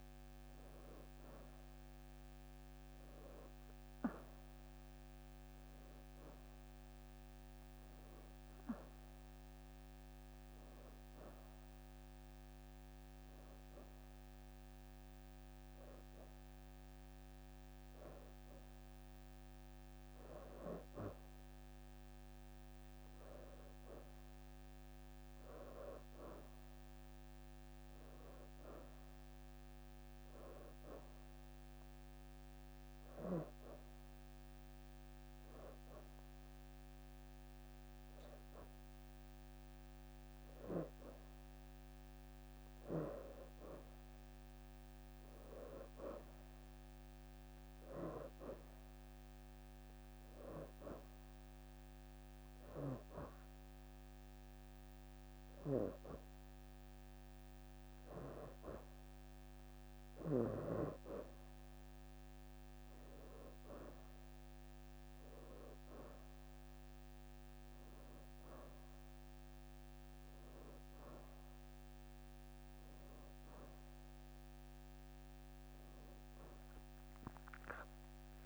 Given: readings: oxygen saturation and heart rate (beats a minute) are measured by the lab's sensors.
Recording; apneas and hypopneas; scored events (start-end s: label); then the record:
breathing in sleep by a microphone on the trachea; 3
0.00-2.50 s: oxygen desaturation (device-marked, oxygen 90% lowest, heart rate 80 extreme)
8.00-11.50 s: arousal
13.50-23.50 s: hypopnea (oxygen 94% before, 87% lowest, heart rate 87 before, 80 extreme, up 6 after)
24.50-40.50 s: oxygen desaturation (device-marked, oxygen 94% before, 89% lowest, heart rate 85 before, 80 extreme)
25.00-28.50 s: arousal
25.50-27.50 s: leg movement (device-marked)
32.50-42.50 s: hypopnea (oxygen 94% before, 87% lowest, heart rate 83 before, 80 extreme, up 5 after)
45.00-46.00 s: leg movement (device-marked)
47.50-59.50 s: oxygen desaturation (device-marked, oxygen 93% before, 87% lowest, heart rate 83 before, 82 extreme)
51.00-61.00 s: hypopnea (oxygen 94% before, 87% lowest, heart rate 83 before, 82 extreme, up 6 after)
61.50-78.46 s: oxygen desaturation (device-marked, oxygen 93% before, 87% lowest, heart rate 83 before, 86 extreme)
63.00-65.00 s: leg movement (device-marked)
73.50-78.46 s: new sleep stage, awake
From the record:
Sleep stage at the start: N2 (light sleep); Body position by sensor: on the back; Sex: female